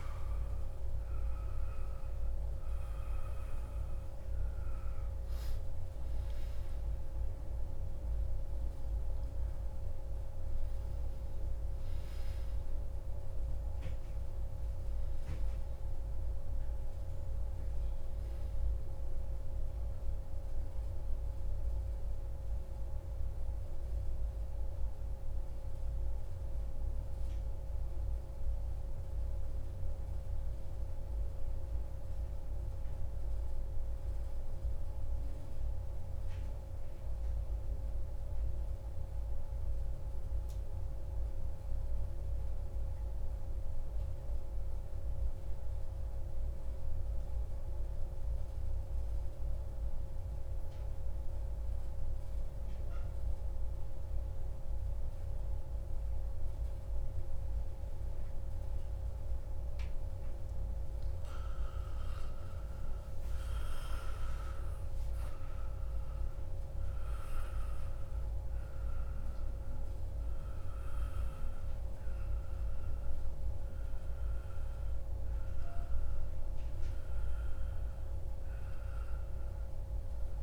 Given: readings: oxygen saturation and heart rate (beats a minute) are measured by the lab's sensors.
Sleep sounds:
breathing in sleep, hard to hear, by a room microphone; 1
0.00-19.00 s: oxygen desaturation (device-marked, oxygen 89% lowest)
19.50-58.50 s: mixed apnea (oxygen 97% before, 90% lowest)
50.00-80.43 s: oxygen desaturation (device-marked, oxygen 97% before, 90% lowest)
60.50-64.50 s: arousal
From the record:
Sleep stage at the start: N2 (light sleep); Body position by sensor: on the back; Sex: male

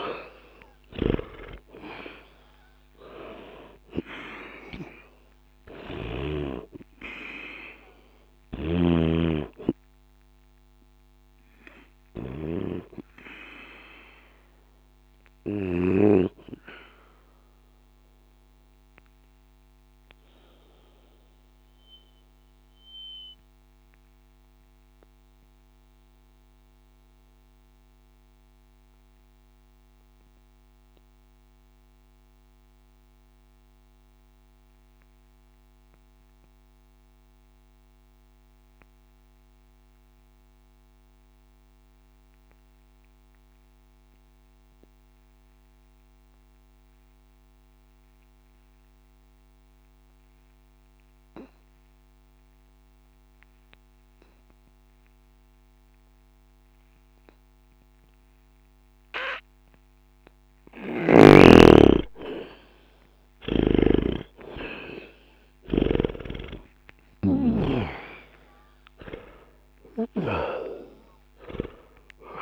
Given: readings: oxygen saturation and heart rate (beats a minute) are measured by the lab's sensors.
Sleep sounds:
breathing in sleep by a microphone on the trachea; 1
0.00-5.00 s: oxygen desaturation (device-marked, oxygen 90% lowest, heart rate 60 extreme)
7.00-35.00 s: oxygen desaturation (device-marked, oxygen 92% before, 76% lowest, heart rate 61 before, 60 extreme)
14.50-60.00 s: obstructive apnea (oxygen 95% before, 74% lowest, heart rate 62 before, 60 extreme, up 0 after)
54.00-72.42 s: oxygen desaturation (device-marked, oxygen 99% before, 74% lowest, heart rate 61 before, 60 extreme)
63.50-67.50 s: arousal
63.50-67.50 s: snoring (device-marked)
From the record:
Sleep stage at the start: N2 (light sleep); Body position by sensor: on the back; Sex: male

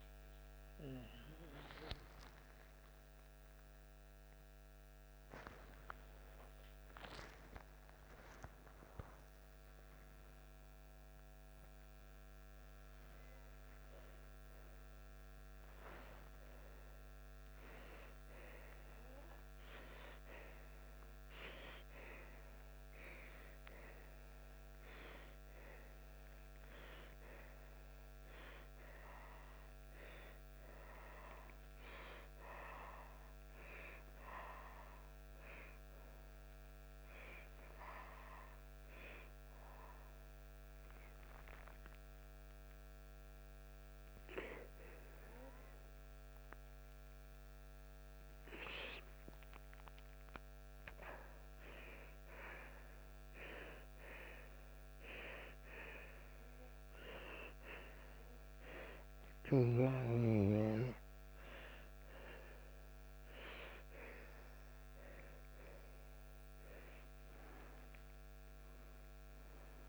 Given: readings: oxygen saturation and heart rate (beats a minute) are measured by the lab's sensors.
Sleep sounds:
a person awake in a sleep study, by a microphone on the trachea; none
0.00-1.50 s: snoring (device-marked)
29.00-33.00 s: oxygen desaturation (device-marked, oxygen 90% before, 87% lowest, heart rate 123 before, 92 extreme)
From the record:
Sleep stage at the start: awake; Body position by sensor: upright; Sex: male

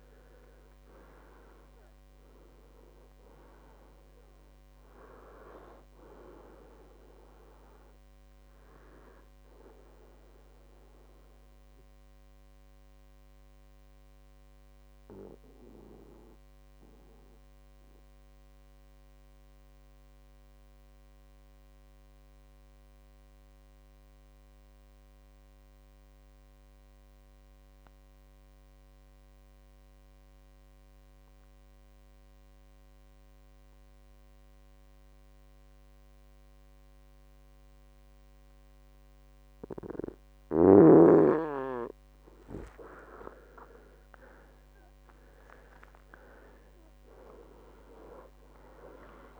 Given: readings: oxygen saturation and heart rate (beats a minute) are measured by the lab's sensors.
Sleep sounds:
breathing in sleep by a microphone on the trachea; 1
10.00-24.00 s: oxygen desaturation (device-marked, oxygen 97% before, 94% lowest, heart rate 71 before, 57 extreme)
12.00-14.00 s: long interval between heartbeats (device-marked, heart rate 71 before, 66 extreme)
12.00-42.00 s: mixed apnea (oxygen 99% before, 90% lowest, heart rate 71 before, 57 extreme, up 19 after)
43.50-47.50 s: arousal
From the record:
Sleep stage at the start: N2 (light sleep); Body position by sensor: on the back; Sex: male

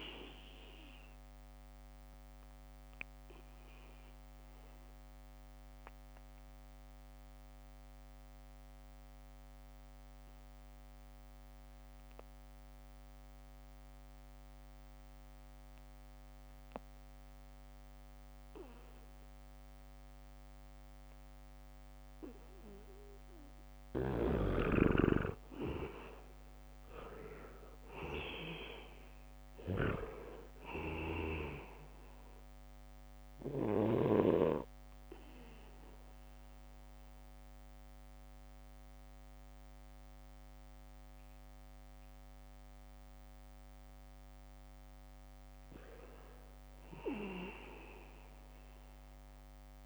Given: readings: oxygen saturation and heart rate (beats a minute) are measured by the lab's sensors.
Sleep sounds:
breathing in sleep by a microphone on the trachea; 2
0.00-17.00 s: oxygen desaturation (device-marked, oxygen 80% lowest, heart rate 70 extreme)
4.50-22.50 s: obstructive apnea (oxygen 99% before, 80% lowest, heart rate 78 before, 70 extreme, up 2 after)
24.50-34.50 s: snoring (device-marked)
25.00-26.50 s: leg movement (device-marked)
25.00-49.00 s: oxygen desaturation (device-marked, oxygen 99% before, 81% lowest, heart rate 77 before, 75 extreme)
25.50-29.50 s: arousal
27.00-36.50 s: leg movement (device-marked)
35.00-45.50 s: obstructive apnea (oxygen 99% before, 81% lowest, heart rate 75 before, 75 extreme, up 6 after)
47.00-49.50 s: arousal
From the record:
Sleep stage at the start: N2 (light sleep); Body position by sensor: on the back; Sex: male

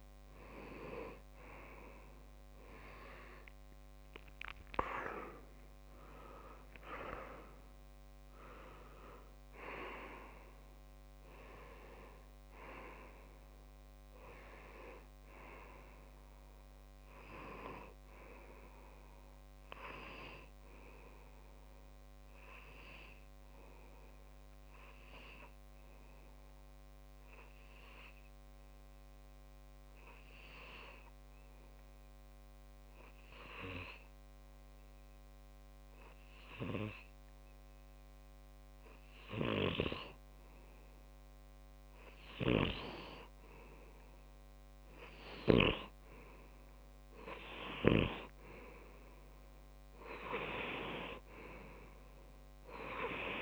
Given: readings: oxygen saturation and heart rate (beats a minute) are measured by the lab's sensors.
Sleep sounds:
breathing in sleep by a microphone on the trachea; 1
0.50-5.00 s: arousal
20.50-39.50 s: obstructive apnea (oxygen 95% before, 92% lowest)
41.00-45.00 s: arousal
From the record:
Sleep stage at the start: N2 (light sleep); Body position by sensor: on the left side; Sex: male

